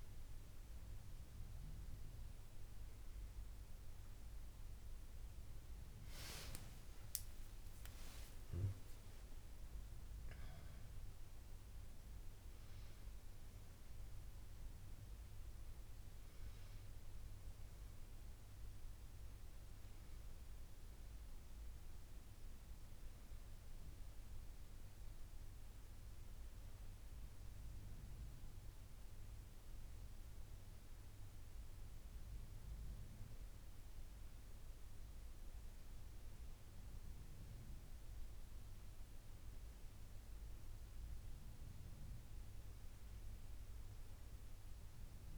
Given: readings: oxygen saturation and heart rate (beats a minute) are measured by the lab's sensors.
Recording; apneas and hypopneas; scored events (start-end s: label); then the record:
breathing in sleep, hard to hear, by a room microphone; none
8.00-14.00 s: arousal
From the record:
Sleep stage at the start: N1 (lightest sleep); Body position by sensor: on the back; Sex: female